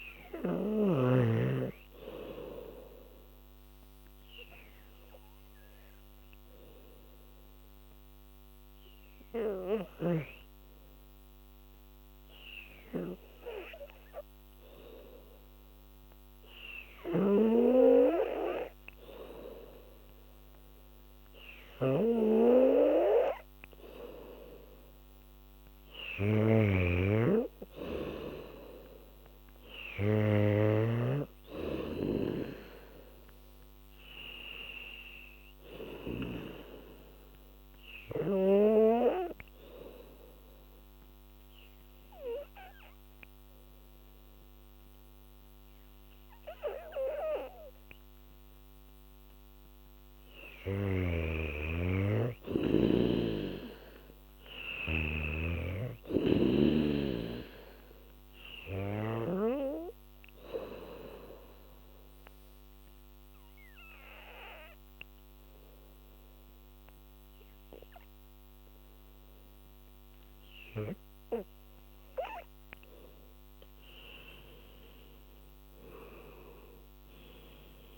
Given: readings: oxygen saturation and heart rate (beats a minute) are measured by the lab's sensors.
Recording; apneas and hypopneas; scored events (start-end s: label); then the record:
breathing in sleep by a microphone on the trachea; 3
4.00-24.50 s: obstructive apnea (oxygen 98% before, 88% lowest, heart rate 83 before, 75 extreme, up 8 after)
21.50-39.50 s: oxygen desaturation (device-marked, oxygen 97% before, 92% lowest, heart rate 78 before, 79 extreme)
26.50-31.00 s: snoring (device-marked)
27.00-31.00 s: arousal
38.00-49.00 s: obstructive apnea (oxygen 97% before, 88% lowest, heart rate 84 before, 78 extreme, up 6 after)
51.00-54.50 s: arousal
51.00-55.50 s: snoring (device-marked)
53.50-68.50 s: oxygen desaturation (device-marked, oxygen 97% before, 88% lowest, heart rate 83 before, 71 extreme)
60.00-72.50 s: obstructive apnea (oxygen 97% before, 88% lowest, heart rate 82 before, 71 extreme, up 3 after)
74.50-77.97 s: arousal
74.50-77.97 s: oxygen desaturation (device-marked, oxygen 97% before, 90% lowest, heart rate 82 before, 71 extreme)
From the record:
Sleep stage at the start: N2 (light sleep); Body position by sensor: on the back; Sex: female